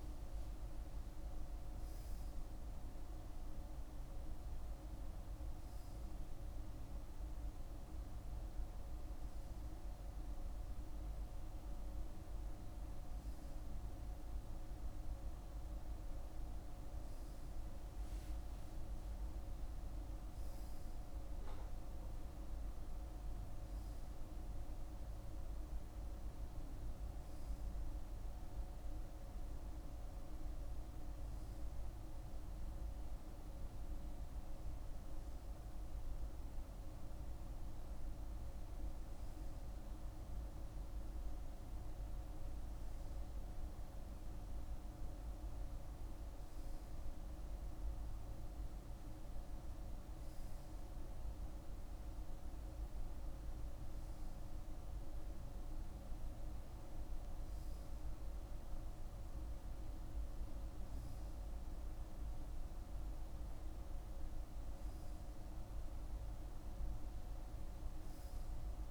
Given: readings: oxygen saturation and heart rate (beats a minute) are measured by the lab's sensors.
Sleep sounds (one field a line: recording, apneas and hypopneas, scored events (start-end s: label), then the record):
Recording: breathing in sleep, hard to hear, by a room microphone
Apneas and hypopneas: none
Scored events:
none scored
From the record:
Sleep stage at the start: N2 (light sleep)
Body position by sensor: on the right side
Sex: male